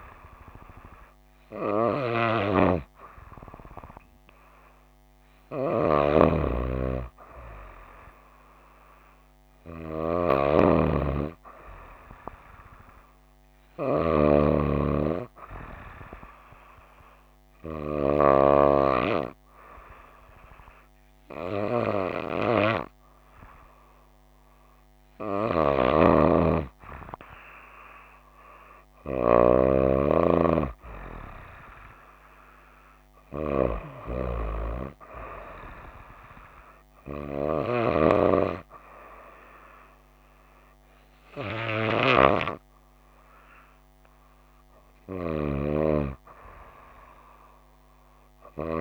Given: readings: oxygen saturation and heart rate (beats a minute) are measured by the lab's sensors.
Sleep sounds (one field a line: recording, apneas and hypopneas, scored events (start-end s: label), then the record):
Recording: breathing in sleep by a microphone on the trachea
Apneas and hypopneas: 1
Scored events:
16.50-27.50 s: hypopnea (oxygen 96% before, 94% lowest, heart rate 60 before, 58 extreme, up 1 after)
29.50-32.50 s: arousal
From the record:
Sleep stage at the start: N2 (light sleep)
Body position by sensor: on the right side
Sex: female